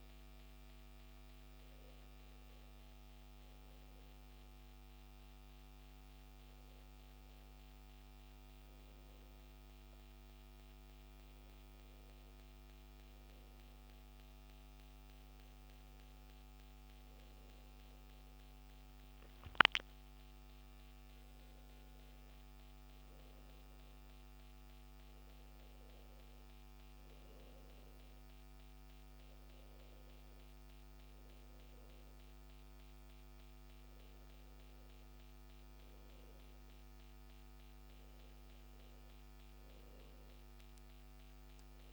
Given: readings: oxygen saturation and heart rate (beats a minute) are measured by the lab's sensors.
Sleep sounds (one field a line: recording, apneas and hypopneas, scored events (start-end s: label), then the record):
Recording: breathing in sleep, hard to hear, by a microphone on the trachea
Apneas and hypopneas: none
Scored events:
none scored
From the record:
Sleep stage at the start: N2 (light sleep)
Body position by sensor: on the back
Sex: male